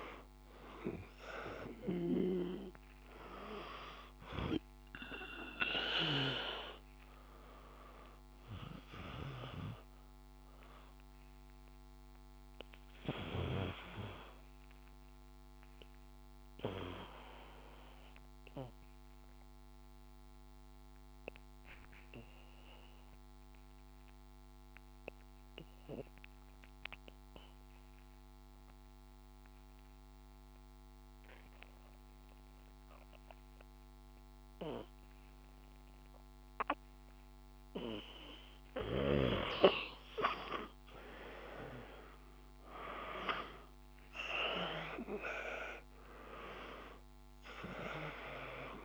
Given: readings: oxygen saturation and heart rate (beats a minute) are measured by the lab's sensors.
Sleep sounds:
breathing in sleep by a microphone on the trachea; 1
0.00-24.00 s: oxygen desaturation (device-marked, oxygen 87% lowest, heart rate 52 extreme)
8.00-37.00 s: obstructive apnea (oxygen 97% before, 87% lowest, heart rate 57 before, 52 extreme, up 5 after)
42.50-46.00 s: arousal
43.00-48.85 s: oxygen desaturation (device-marked, oxygen 97% before, 87% lowest, heart rate 56 before, 52 extreme)
From the record:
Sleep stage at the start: N2 (light sleep); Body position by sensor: on the back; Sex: male

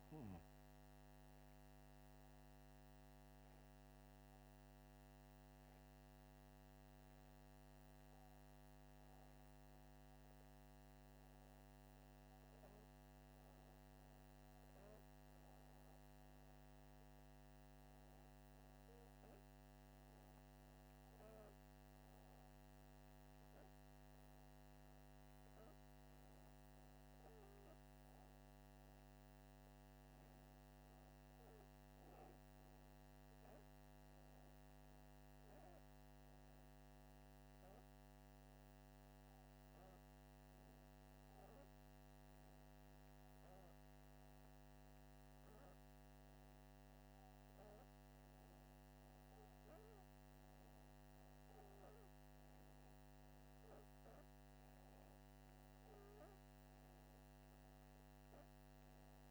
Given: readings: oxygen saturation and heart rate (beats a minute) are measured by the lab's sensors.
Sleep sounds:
breathing in sleep, hard to hear, by a microphone on the trachea; none
none scored
From the record:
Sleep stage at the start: N2 (light sleep); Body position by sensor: upright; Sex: male

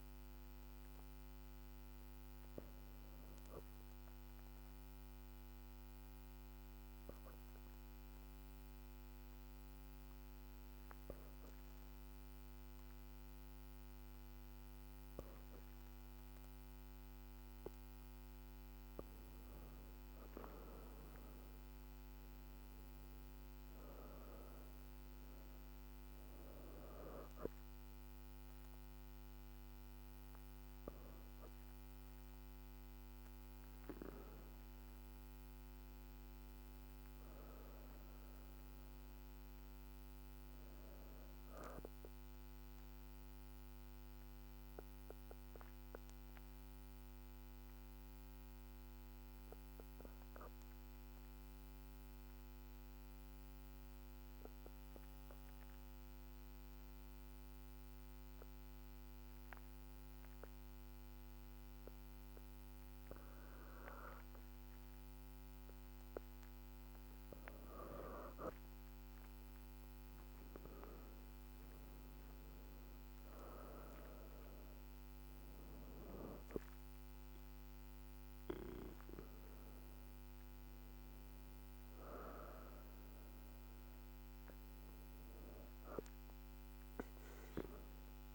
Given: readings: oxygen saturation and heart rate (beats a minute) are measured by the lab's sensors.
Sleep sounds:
breathing in sleep by a microphone on the trachea; 2
2.00-17.50 s: obstructive apnea (oxygen 98% before, 89% lowest, heart rate 54 before, 50 extreme, up 5 after)
20.00-25.00 s: arousal
24.50-43.50 s: oxygen desaturation (device-marked, oxygen 97% before, 93% lowest, heart rate 52 before, 49 extreme)
43.00-65.50 s: obstructive apnea (oxygen 97% before, 88% lowest, heart rate 52 before, 49 extreme, up 4 after)
63.50-88.35 s: oxygen desaturation (device-marked, oxygen 98% before, 88% lowest, heart rate 52 before, 49 extreme)
65.50-68.50 s: arousal
From the record:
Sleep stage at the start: N2 (light sleep); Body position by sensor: on the back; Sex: female

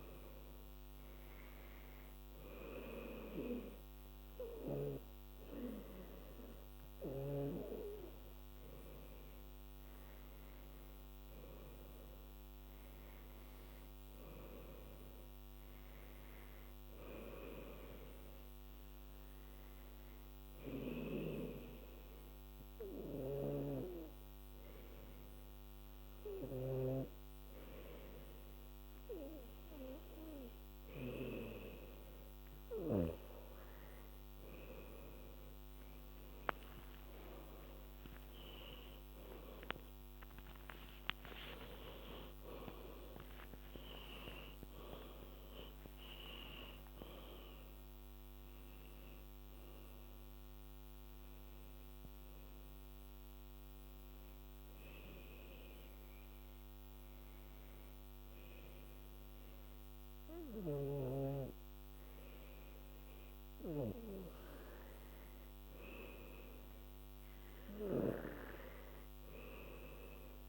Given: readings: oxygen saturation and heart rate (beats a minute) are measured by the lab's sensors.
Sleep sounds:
breathing in sleep by a microphone on the trachea; 2
0.00-2.00 s: arousal
19.50-31.50 s: hypopnea (oxygen 97% before, 92% lowest, heart rate 89 before, 82 extreme, up 17 after)
36.50-42.50 s: arousal
53.50-65.50 s: hypopnea (oxygen 98% before, 92% lowest, heart rate 96 before, 78 extreme, up 5 after)
65.50-70.49 s: oxygen desaturation (device-marked, oxygen 99% before, 92% lowest, heart rate 90 before, 78 extreme)
69.00-70.49 s: arousal
From the record:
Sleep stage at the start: N2 (light sleep); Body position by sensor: on the back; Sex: female

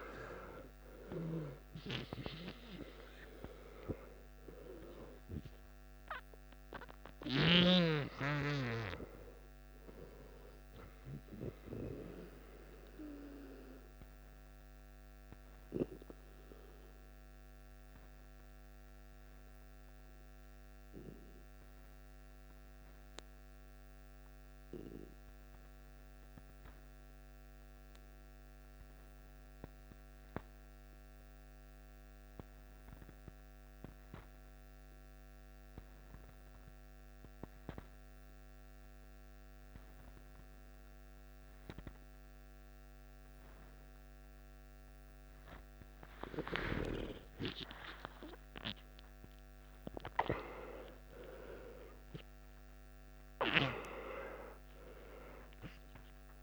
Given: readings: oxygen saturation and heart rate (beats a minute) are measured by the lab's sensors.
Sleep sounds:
breathing in sleep by a microphone on the trachea; 1
0.00-23.00 s: oxygen desaturation (device-marked, oxygen 97% before, 88% lowest, heart rate 54 before, 53 extreme)
15.00-46.00 s: obstructive apnea (oxygen 95% before, 88% lowest, heart rate 67 before, 53 extreme, up 17 after)
40.00-56.43 s: oxygen desaturation (device-marked, oxygen 98% before, 93% lowest, heart rate 54 before, 53 extreme)
47.00-51.00 s: arousal
From the record:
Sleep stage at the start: N2 (light sleep); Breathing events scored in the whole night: 244 in 3.9 hours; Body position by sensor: on the back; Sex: male

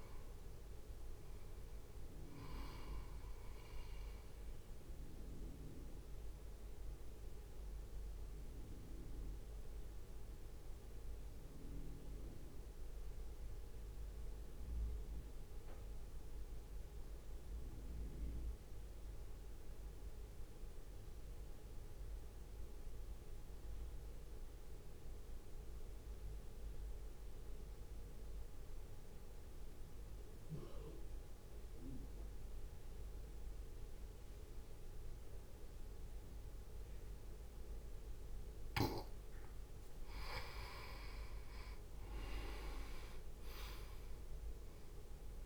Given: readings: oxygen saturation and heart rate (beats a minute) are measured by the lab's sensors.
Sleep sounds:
breathing in sleep by a room microphone; 1
0.00-8.50 s: drop in pulse transit time (device-marked, heart rate 58 extreme)
0.00-20.50 s: oxygen desaturation (device-marked, oxygen 86% lowest, heart rate 58 extreme)
5.00-38.50 s: mixed apnea (oxygen 99% before, 86% lowest, heart rate 64 before, 55 extreme, up 3 after)
36.50-45.46 s: oxygen desaturation (device-marked, oxygen 97% before, 86% lowest, heart rate 61 before, 55 extreme)
41.50-45.00 s: arousal
From the record:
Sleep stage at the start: N2 (light sleep); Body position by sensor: on the right side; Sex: male

